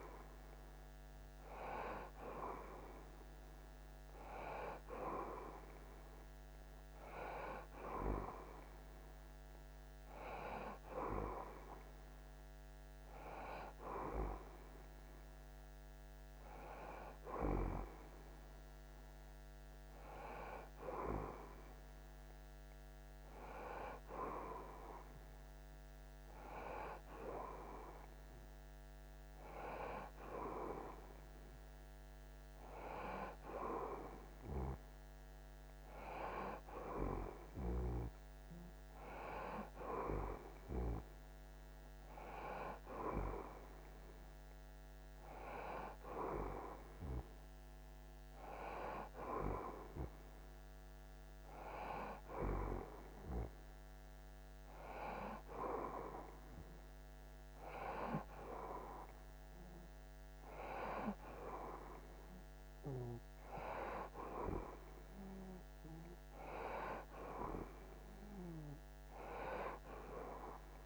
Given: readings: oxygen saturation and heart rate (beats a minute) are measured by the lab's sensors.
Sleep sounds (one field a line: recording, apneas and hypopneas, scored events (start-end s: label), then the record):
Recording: breathing in sleep by a microphone on the trachea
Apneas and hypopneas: none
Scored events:
none scored
From the record:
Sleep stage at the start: N1 (lightest sleep)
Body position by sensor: on the right side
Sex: male